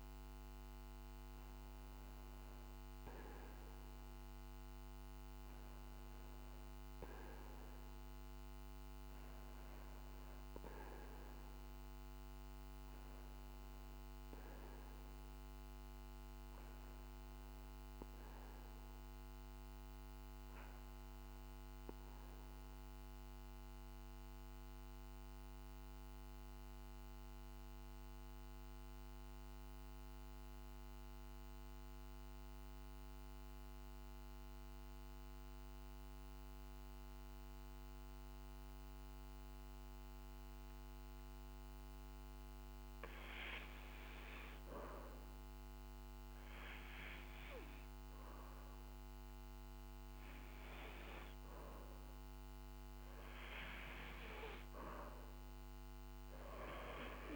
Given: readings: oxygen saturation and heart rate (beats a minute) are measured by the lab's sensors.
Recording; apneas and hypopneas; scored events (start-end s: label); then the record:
breathing in sleep by a microphone on the trachea; 1
22.00-42.00 s: mixed apnea (oxygen 98% before, 89% lowest, heart rate 50 before, 48 extreme, up 3 after)
41.00-57.36 s: oxygen desaturation (device-marked, oxygen 96% before, 91% lowest, heart rate 49 before, 49 extreme)
45.00-49.00 s: arousal
From the record:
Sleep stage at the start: REM sleep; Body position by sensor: on the back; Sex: male